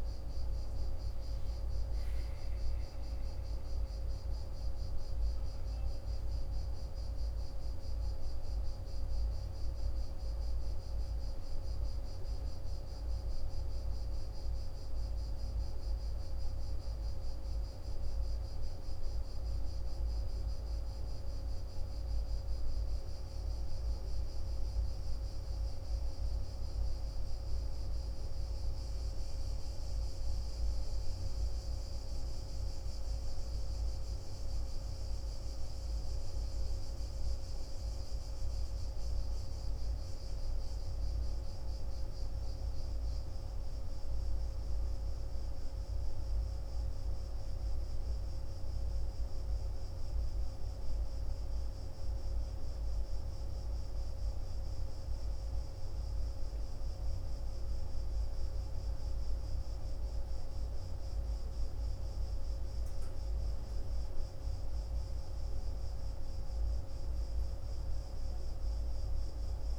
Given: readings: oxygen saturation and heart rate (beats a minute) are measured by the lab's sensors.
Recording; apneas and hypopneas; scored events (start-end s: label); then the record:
a person awake in a sleep study, hard to hear, by a room microphone; none
none scored
From the record:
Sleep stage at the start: awake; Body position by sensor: on the back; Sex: male